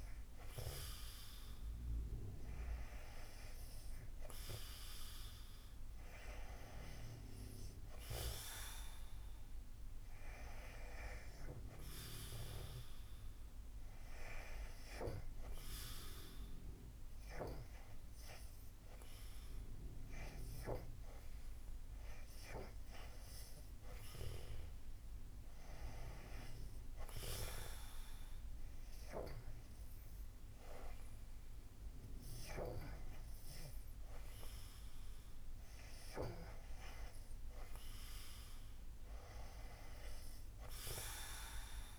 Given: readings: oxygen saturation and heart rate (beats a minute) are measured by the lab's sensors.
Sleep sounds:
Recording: breathing in sleep by a room microphone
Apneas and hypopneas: none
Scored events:
none scored
From the record:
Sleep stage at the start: REM sleep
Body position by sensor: on the back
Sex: male

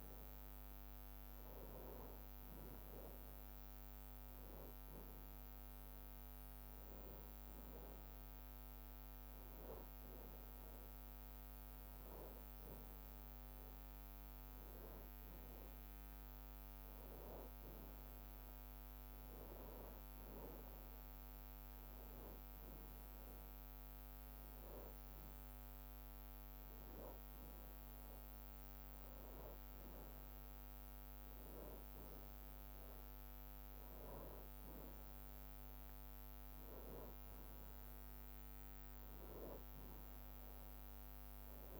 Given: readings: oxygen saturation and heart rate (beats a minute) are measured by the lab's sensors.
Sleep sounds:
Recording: a person awake in a sleep study, hard to hear, by a microphone on the trachea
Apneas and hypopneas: none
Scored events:
none scored
From the record:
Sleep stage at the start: awake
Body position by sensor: on the back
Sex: male

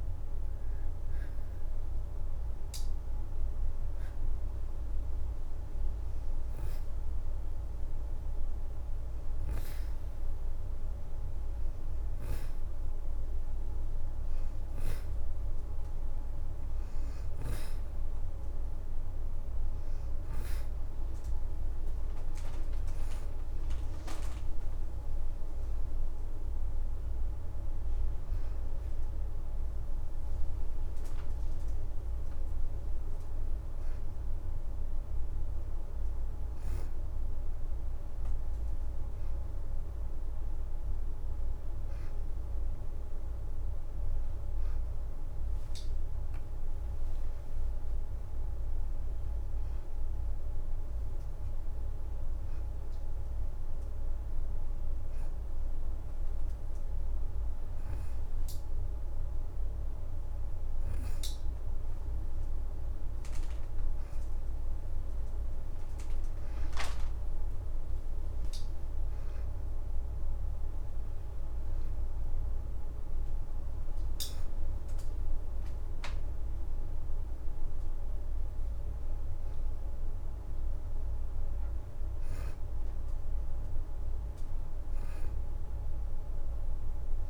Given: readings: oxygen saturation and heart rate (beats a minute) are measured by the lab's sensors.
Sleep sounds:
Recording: breathing in sleep, hard to hear, by a room microphone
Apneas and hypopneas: 2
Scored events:
0.00-9.50 s: oxygen desaturation (device-marked, oxygen 86% lowest, heart rate 75 extreme)
6.50-16.50 s: hypopnea (oxygen 96% before, 86% lowest, heart rate 79 before, 75 extreme, up 6 after)
19.00-23.50 s: arousal
19.50-37.50 s: oxygen desaturation (device-marked, oxygen 94% before, 88% lowest, heart rate 78 before, 77 extreme)
46.00-49.00 s: leg movement (device-marked)
46.00-49.50 s: arousal
52.50-62.50 s: hypopnea (oxygen 93% before, 88% lowest, heart rate 82 before, 76 extreme, up 5 after)
65.00-69.50 s: arousal
67.50-69.00 s: leg movement (device-marked)
69.50-84.50 s: oxygen desaturation (device-marked, oxygen 93% before, 88% lowest, heart rate 80 before, 78 extreme)
From the record:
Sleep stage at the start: N2 (light sleep)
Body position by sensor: on the back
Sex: female

